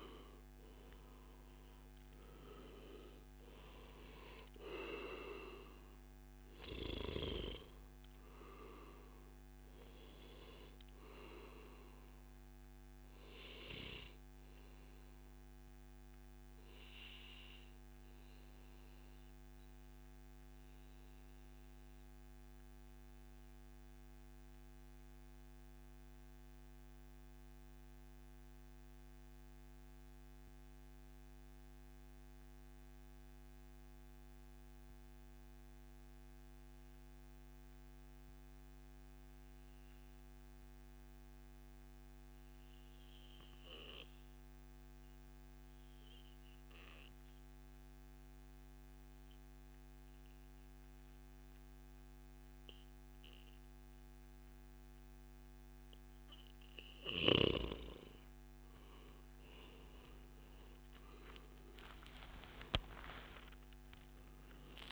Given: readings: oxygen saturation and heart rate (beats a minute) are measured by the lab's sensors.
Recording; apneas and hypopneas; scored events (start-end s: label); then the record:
breathing in sleep by a microphone on the trachea; 1
0.00-30.00 s: oxygen desaturation (device-marked, oxygen 91% lowest, heart rate 78 extreme)
15.00-55.00 s: mixed apnea (oxygen 97% before, 91% lowest, heart rate 132 before, 78 extreme, up 8 after)
17.00-19.00 s: long interval between heartbeats (device-marked, heart rate 133 before, 131 extreme)
34.00-36.00 s: long interval between heartbeats (device-marked, heart rate 112 before, 117 extreme)
49.00-64.92 s: oxygen desaturation (device-marked, oxygen 98% before, 94% lowest, heart rate 119 before, 102 extreme)
57.50-62.00 s: arousal
From the record:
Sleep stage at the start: N2 (light sleep); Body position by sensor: on the back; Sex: male